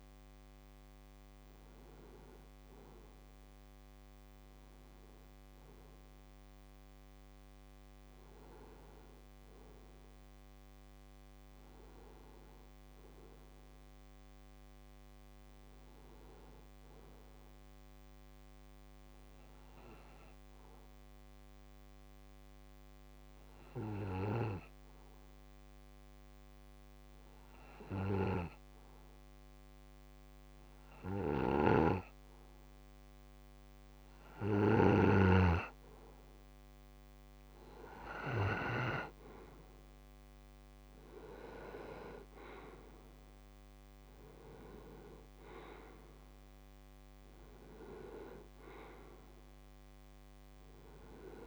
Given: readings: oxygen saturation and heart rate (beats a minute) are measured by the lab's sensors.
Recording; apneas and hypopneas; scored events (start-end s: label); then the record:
breathing in sleep by a microphone on the trachea; 1
0.00-10.00 s: oxygen desaturation (device-marked, oxygen 91% lowest)
17.00-35.00 s: obstructive apnea (oxygen 94% before, 89% lowest)
31.00-35.00 s: snoring (device-marked)
34.00-51.46 s: oxygen desaturation (device-marked, oxygen 95% before, 89% lowest)
40.00-43.50 s: arousal
From the record:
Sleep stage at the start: N2 (light sleep); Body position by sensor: on the right side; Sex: male